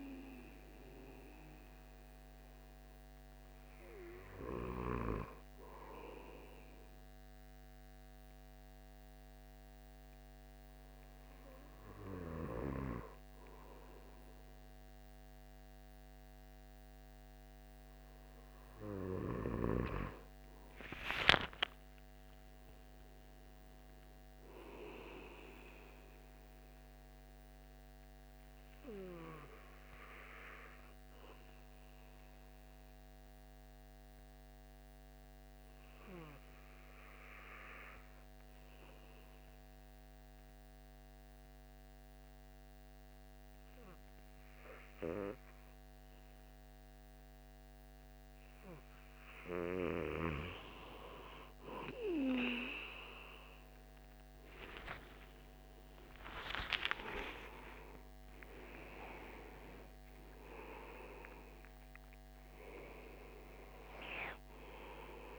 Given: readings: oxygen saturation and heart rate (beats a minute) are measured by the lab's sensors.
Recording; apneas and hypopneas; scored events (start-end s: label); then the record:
breathing in sleep by a microphone on the trachea; 2
0.00-14.50 s: oxygen desaturation (device-marked, oxygen 92% lowest, heart rate 59 extreme)
7.00-18.50 s: hypopnea (oxygen 97% before, 91% lowest, heart rate 80 before, 62 extreme, up 14 after)
21.50-25.00 s: arousal
28.00-49.00 s: obstructive apnea (oxygen 97% before, 91% lowest, heart rate 71 before, 66 extreme, up 20 after)
52.50-65.39 s: oxygen desaturation (device-marked, oxygen 96% before, 91% lowest, heart rate 69 before, 52 extreme)
55.00-59.50 s: arousal
From the record:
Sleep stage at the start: N2 (light sleep); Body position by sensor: on the back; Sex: male